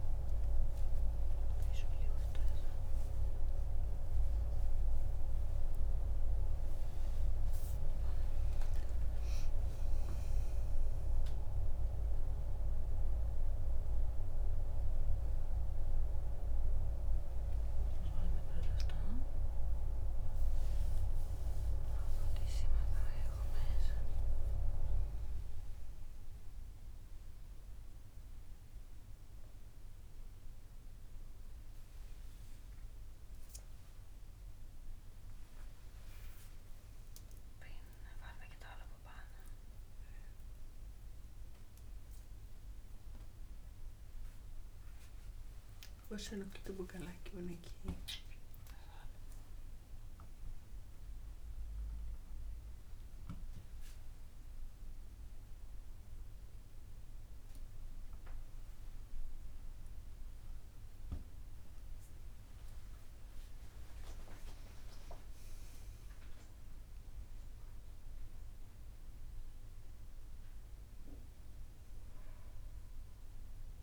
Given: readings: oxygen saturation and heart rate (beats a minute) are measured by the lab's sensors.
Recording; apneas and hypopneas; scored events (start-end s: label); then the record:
a person awake in a sleep study, by a room microphone; none
none scored
From the record:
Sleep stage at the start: awake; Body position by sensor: on the right side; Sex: female